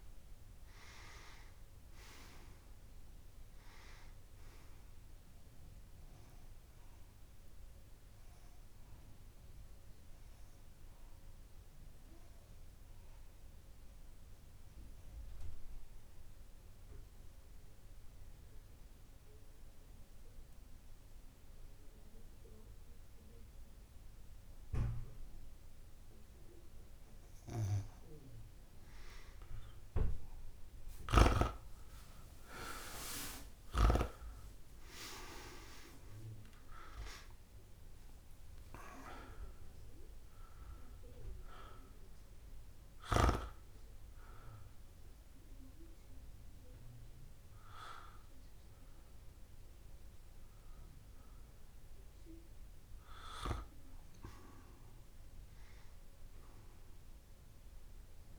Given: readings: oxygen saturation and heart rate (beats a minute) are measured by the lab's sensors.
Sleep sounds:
breathing in sleep by a room microphone; 1
0.00-3.50 s: oxygen desaturation (device-marked, oxygen 94% lowest)
7.00-27.00 s: obstructive apnea (oxygen 99% before, 93% lowest)
33.00-37.50 s: arousal
49.00-51.00 s: long interval between heartbeats (device-marked)
From the record:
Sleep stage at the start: N2 (light sleep); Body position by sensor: on the back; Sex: male

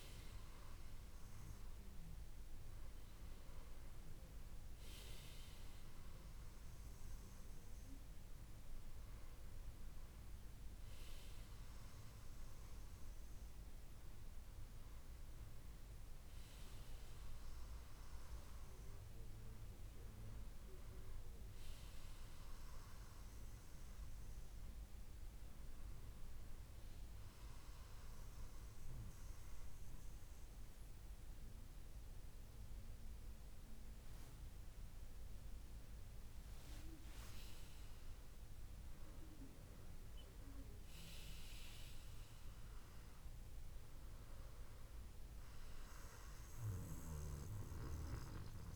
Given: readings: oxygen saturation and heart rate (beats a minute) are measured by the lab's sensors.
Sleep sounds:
breathing in sleep by a room microphone; 1
27.50-37.50 s: central apnea (oxygen 98% before, 89% lowest, heart rate 76 before, 73 extreme, up 5 after)
39.00-43.00 s: arousal
From the record:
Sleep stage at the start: N1 (lightest sleep); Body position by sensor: on the back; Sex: male

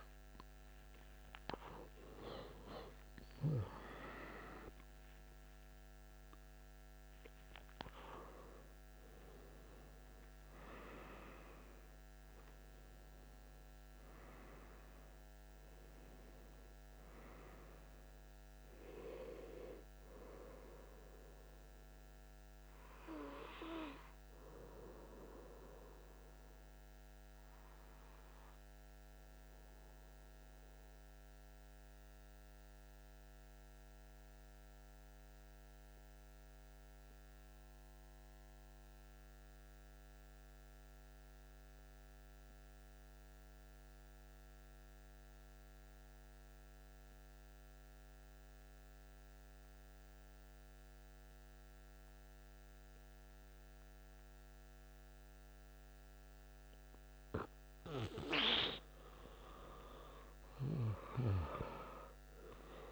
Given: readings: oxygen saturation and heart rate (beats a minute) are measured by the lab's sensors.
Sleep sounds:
breathing in sleep by a microphone on the trachea; 1
0.00-20.50 s: oxygen desaturation (device-marked, oxygen 87% lowest)
29.50-58.00 s: mixed apnea (oxygen 98% before, 92% lowest, heart rate 168 before, 68 extreme, up 13 after)
56.50-62.92 s: oxygen desaturation (device-marked, oxygen 98% before, 92% lowest, heart rate 161 before, 58 extreme)
From the record:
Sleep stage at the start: N2 (light sleep); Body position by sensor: on the back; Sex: male

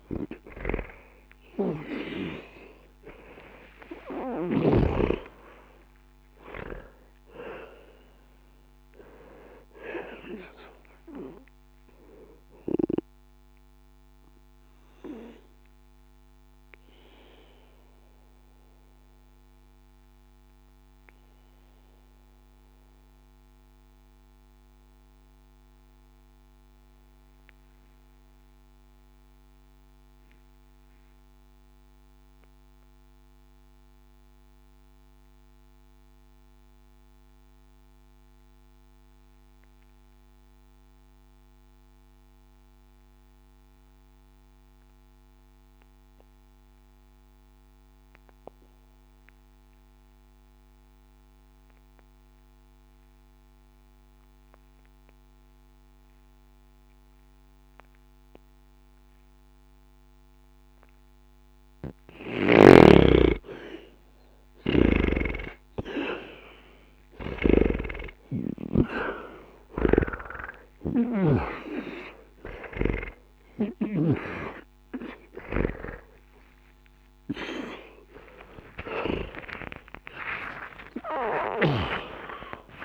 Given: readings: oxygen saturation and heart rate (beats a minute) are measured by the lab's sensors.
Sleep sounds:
breathing in sleep by a microphone on the trachea; 1
0.00-4.50 s: snoring (device-marked)
0.00-34.50 s: oxygen desaturation (device-marked, oxygen 77% lowest, heart rate 60 extreme)
14.50-61.50 s: obstructive apnea (oxygen 95% before, 76% lowest, heart rate 103 before, 60 extreme, up 10 after)
53.50-82.85 s: oxygen desaturation (device-marked, oxygen 99% before, 76% lowest, heart rate 60 before, 59 extreme)
65.00-69.50 s: arousal
From the record:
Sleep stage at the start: N2 (light sleep); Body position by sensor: on the back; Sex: male

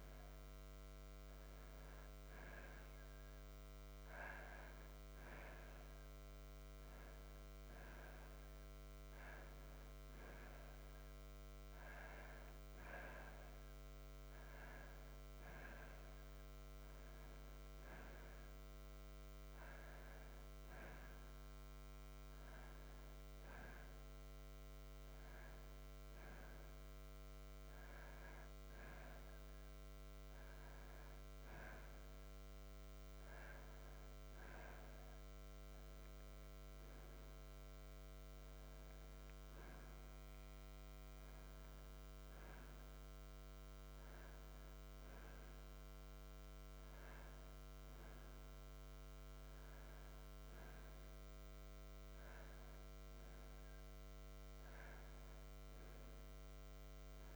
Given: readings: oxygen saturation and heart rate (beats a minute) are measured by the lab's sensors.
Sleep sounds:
breathing in sleep by a microphone on the trachea; none
none scored
From the record:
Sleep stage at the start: N1 (lightest sleep); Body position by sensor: on the back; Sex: male

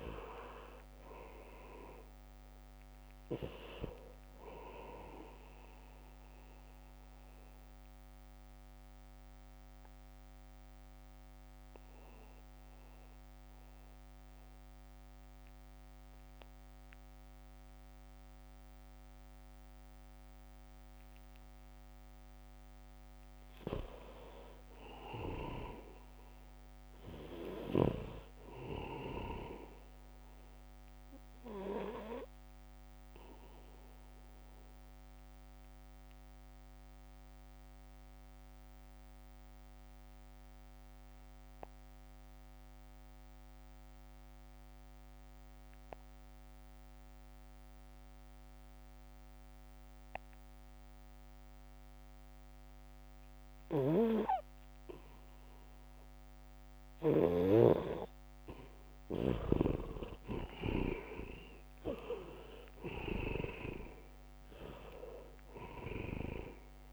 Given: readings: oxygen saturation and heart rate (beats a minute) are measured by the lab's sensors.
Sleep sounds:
breathing in sleep by a microphone on the trachea; 2
0.00-1.50 s: arousal
0.00-21.50 s: oxygen desaturation (device-marked, oxygen 66% lowest, heart rate 53 extreme)
9.00-23.00 s: mixed apnea (oxygen 91% before, 66% lowest, heart rate 64 before, 73 extreme, up 2 after)
25.50-30.00 s: arousal
26.50-44.50 s: oxygen desaturation (device-marked, oxygen 99% before, 82% lowest, heart rate 78 before, 66 extreme)
33.50-57.50 s: obstructive apnea (oxygen 99% before, 74% lowest, heart rate 78 before, 66 extreme, up 6 after)
49.50-66.93 s: oxygen desaturation (device-marked, oxygen 97% before, 74% lowest, heart rate 75 before, 67 extreme)
54.00-58.00 s: snoring (device-marked)
58.50-64.00 s: arousal
From the record:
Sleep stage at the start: REM sleep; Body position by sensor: on the back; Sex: male

